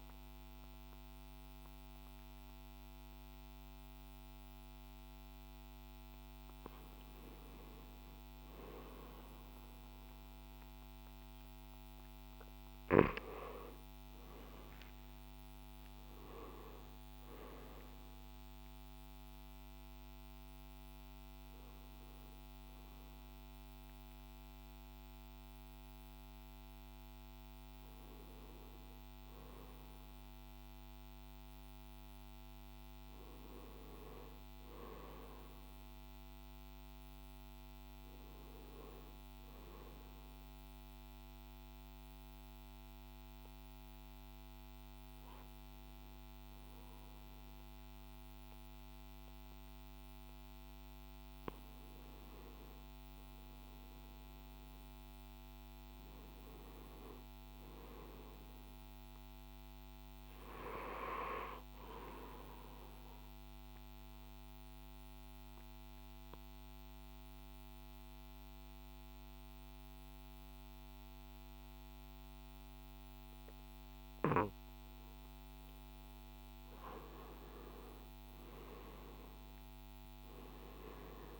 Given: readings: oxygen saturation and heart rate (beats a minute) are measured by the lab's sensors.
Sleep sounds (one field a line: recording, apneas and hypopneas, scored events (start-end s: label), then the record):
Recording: breathing in sleep by a microphone on the trachea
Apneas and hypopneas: 2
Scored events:
3.00-25.00 s: oxygen desaturation (device-marked, oxygen 99% before, 92% lowest, heart rate 74 before, 61 extreme)
33.50-37.50 s: arousal
40.00-51.50 s: mixed apnea (oxygen 96% before, 89% lowest, heart rate 66 before, 60 extreme, up 6 after)
54.00-57.00 s: arousal
62.00-76.00 s: oxygen desaturation (device-marked, oxygen 95% before, 91% lowest, heart rate 63 before, 58 extreme)
62.50-76.00 s: mixed apnea (oxygen 96% before, 87% lowest, heart rate 63 before, 58 extreme, up 5 after)
67.00-81.39 s: new sleep stage, N2 (light sleep)
77.50-81.39 s: arousal
From the record:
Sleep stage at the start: N1 (lightest sleep)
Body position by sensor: on the left side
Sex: male